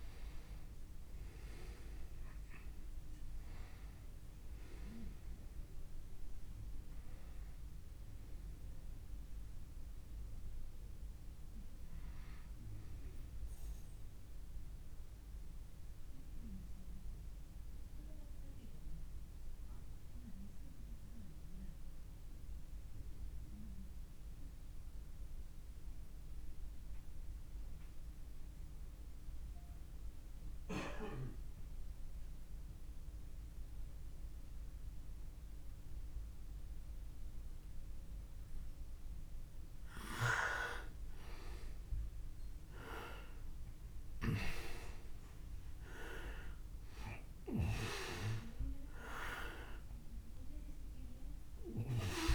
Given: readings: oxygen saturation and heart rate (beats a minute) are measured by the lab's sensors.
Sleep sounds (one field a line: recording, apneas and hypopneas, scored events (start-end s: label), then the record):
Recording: breathing in sleep by a room microphone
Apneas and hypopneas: 1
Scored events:
0.00-21.00 s: oxygen desaturation (device-marked, oxygen 86% lowest)
14.00-39.00 s: obstructive apnea (oxygen 98% before, 86% lowest)
41.50-46.00 s: arousal
45.00-52.35 s: oxygen desaturation (device-marked, oxygen 98% before, 92% lowest)
From the record:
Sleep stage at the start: N2 (light sleep)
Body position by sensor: on the back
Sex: male